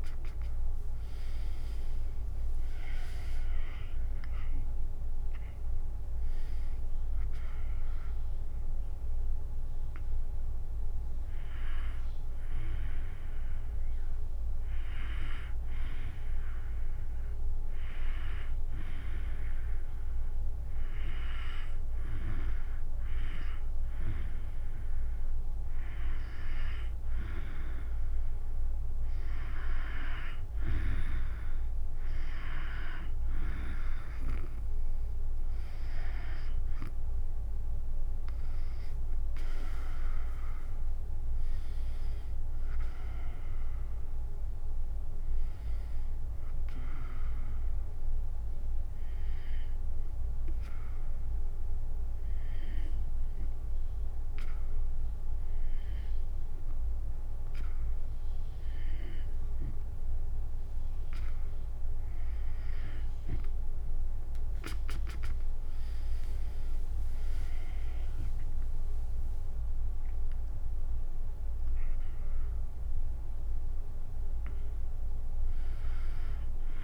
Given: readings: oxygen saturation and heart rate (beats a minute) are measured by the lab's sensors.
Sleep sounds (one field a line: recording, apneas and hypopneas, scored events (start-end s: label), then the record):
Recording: breathing in sleep by a room microphone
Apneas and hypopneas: 2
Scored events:
1.00-5.50 s: arousal
3.00-16.00 s: drop in pulse transit time (device-marked, heart rate 68 before, 68 extreme)
14.00-27.00 s: hypopnea (oxygen 96% before, 93% lowest, heart rate 75 before, 64 extreme, up 7 after)
41.00-45.00 s: arousal
49.00-61.50 s: hypopnea (oxygen 97% before, 93% lowest, heart rate 72 before, 64 extreme, up 17 after)
65.00-76.84 s: oxygen desaturation (device-marked, oxygen 97% before, 93% lowest, heart rate 67 before, 60 extreme)
66.00-76.84 s: drop in pulse transit time (device-marked, heart rate 67 before, 74 extreme)
67.00-71.50 s: arousal
From the record:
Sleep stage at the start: N2 (light sleep)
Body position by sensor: on the back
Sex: female